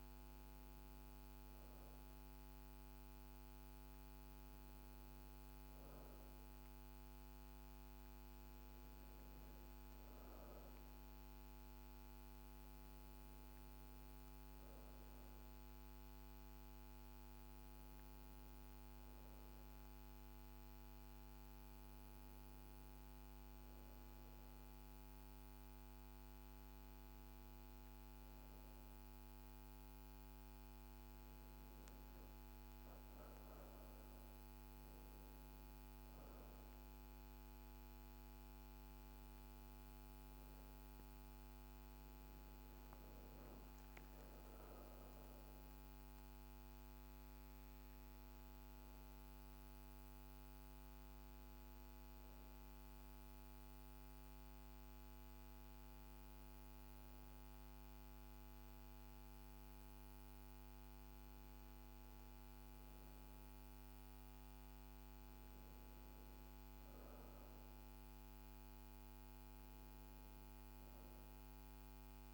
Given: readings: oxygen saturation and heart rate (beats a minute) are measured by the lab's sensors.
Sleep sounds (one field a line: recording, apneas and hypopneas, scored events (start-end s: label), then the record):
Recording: breathing in sleep, hard to hear, by a microphone on the trachea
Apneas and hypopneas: 1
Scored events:
25.00-72.34 s: new sleep stage, N2 (light sleep)
42.50-46.00 s: arousal
49.00-62.50 s: hypopnea (oxygen 95% before, 93% lowest, heart rate 57 before, 52 extreme, up 5 after)
65.00-70.00 s: arousal
65.00-72.34 s: oxygen desaturation (device-marked, oxygen 97% before, 93% lowest, heart rate 54 before, 54 extreme)
From the record:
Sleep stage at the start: N1 (lightest sleep)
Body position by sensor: on the back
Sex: female